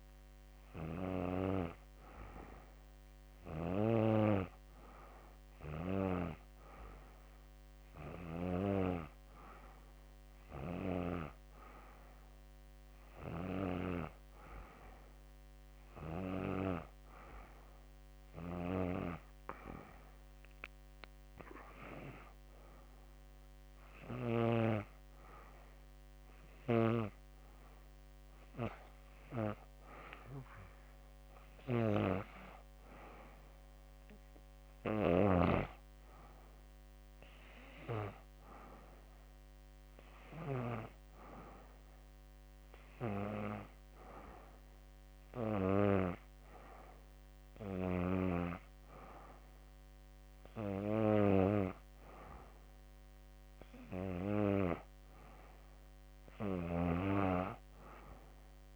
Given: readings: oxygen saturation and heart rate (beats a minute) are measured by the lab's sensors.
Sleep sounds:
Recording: breathing in sleep by a microphone on the trachea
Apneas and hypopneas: none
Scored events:
none scored
From the record:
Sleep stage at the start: N2 (light sleep)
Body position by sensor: on the back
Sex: female

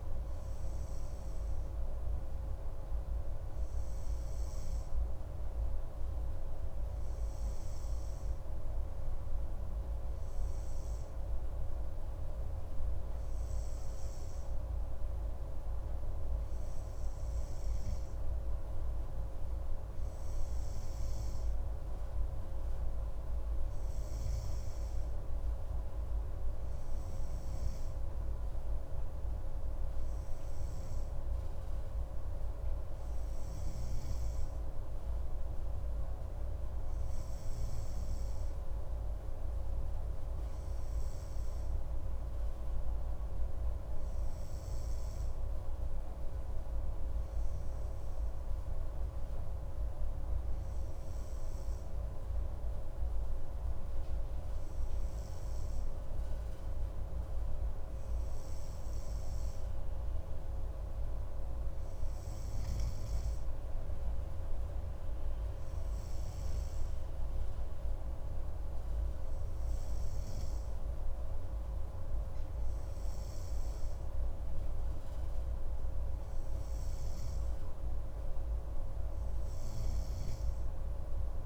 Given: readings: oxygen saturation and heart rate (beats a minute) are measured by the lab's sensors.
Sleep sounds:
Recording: breathing in sleep, hard to hear, by a room microphone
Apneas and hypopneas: none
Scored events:
none scored
From the record:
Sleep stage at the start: N2 (light sleep)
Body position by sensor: on the right side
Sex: male

